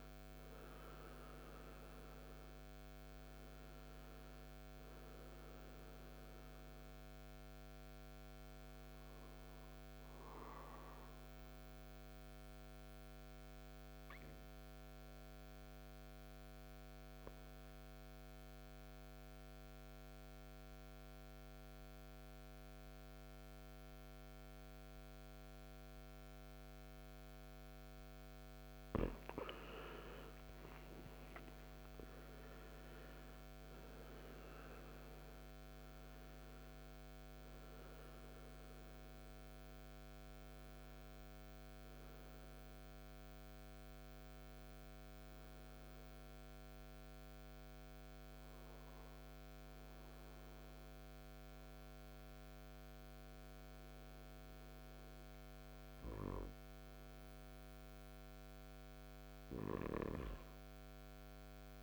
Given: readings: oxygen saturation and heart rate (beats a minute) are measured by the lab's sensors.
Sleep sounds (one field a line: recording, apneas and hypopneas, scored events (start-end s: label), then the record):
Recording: breathing in sleep, hard to hear, by a microphone on the trachea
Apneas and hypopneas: 2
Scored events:
1.00-21.00 s: oxygen desaturation (device-marked, oxygen 97% before, 92% lowest, heart rate 61 before, 57 extreme)
11.50-28.50 s: obstructive apnea (oxygen 97% before, 92% lowest, heart rate 67 before, 55 extreme, up 17 after)
30.00-34.50 s: arousal
35.00-53.00 s: oxygen desaturation (device-marked, oxygen 97% before, 93% lowest, heart rate 60 before, 53 extreme)
41.00-56.50 s: hypopnea (oxygen 98% before, 93% lowest, heart rate 64 before, 53 extreme, up 5 after)
From the record:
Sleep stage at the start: N2 (light sleep)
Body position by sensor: on the right side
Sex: male